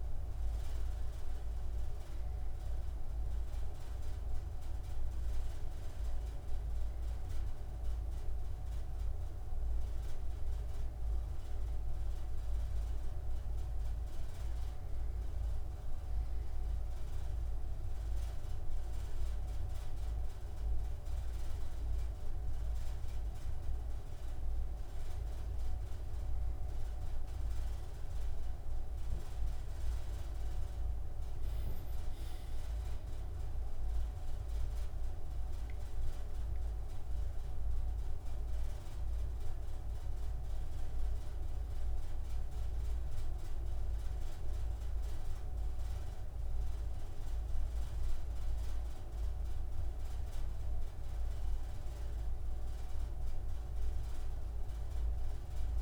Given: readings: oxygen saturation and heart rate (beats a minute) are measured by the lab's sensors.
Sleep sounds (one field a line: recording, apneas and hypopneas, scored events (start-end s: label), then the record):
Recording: breathing in sleep, hard to hear, by a room microphone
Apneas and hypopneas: none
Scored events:
none scored
From the record:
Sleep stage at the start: N2 (light sleep)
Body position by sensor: on the right side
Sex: male